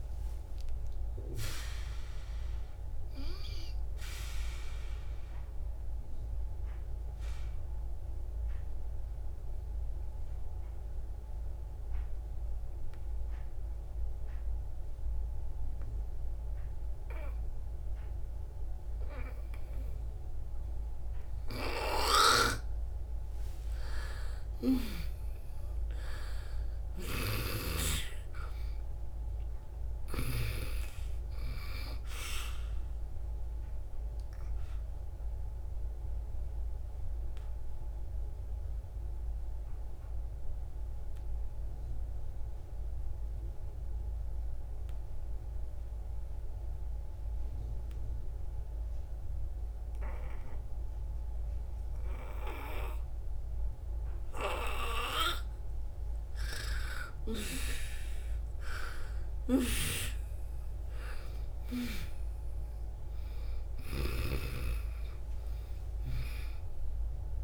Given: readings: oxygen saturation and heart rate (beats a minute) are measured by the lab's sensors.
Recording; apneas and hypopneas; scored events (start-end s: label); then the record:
breathing in sleep by a room microphone; 2
0.00-23.50 s: oxygen desaturation (device-marked, oxygen 88% lowest, heart rate 53 extreme)
5.00-24.00 s: obstructive apnea (oxygen 98% before, 88% lowest, heart rate 72 before, 53 extreme, up 17 after)
25.50-30.00 s: arousal
34.50-54.50 s: oxygen desaturation (device-marked, oxygen 98% before, 88% lowest, heart rate 67 before, 53 extreme)
34.50-56.50 s: mixed apnea (oxygen 98% before, 88% lowest, heart rate 67 before, 53 extreme, up 16 after)
60.00-63.50 s: arousal
63.50-67.44 s: oxygen desaturation (device-marked, oxygen 99% before, 89% lowest, heart rate 60 before, 54 extreme)
From the record:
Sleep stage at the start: N2 (light sleep); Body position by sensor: on the back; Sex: female